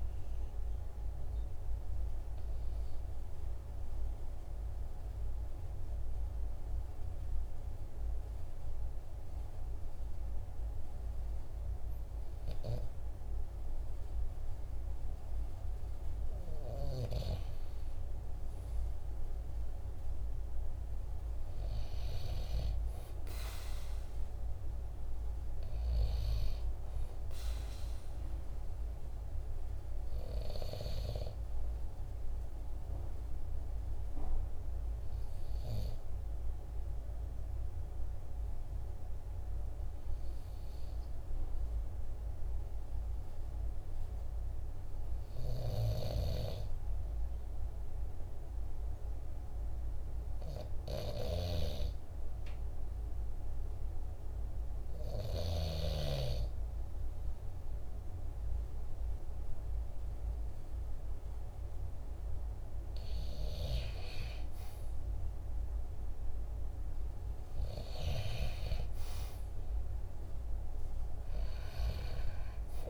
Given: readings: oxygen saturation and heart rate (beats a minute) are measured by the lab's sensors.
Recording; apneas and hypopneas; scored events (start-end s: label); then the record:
breathing in sleep by a room microphone; 2
2.50-15.00 s: obstructive apnea (oxygen 98% before, 94% lowest, heart rate 45 before, 46 extreme, up 1 after)
15.50-20.50 s: arousal
31.50-61.00 s: hypopnea (oxygen 98% before, 94% lowest, heart rate 47 before, 45 extreme, up 1 after)
63.00-67.50 s: arousal
From the record:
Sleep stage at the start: N2 (light sleep); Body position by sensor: on the back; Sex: male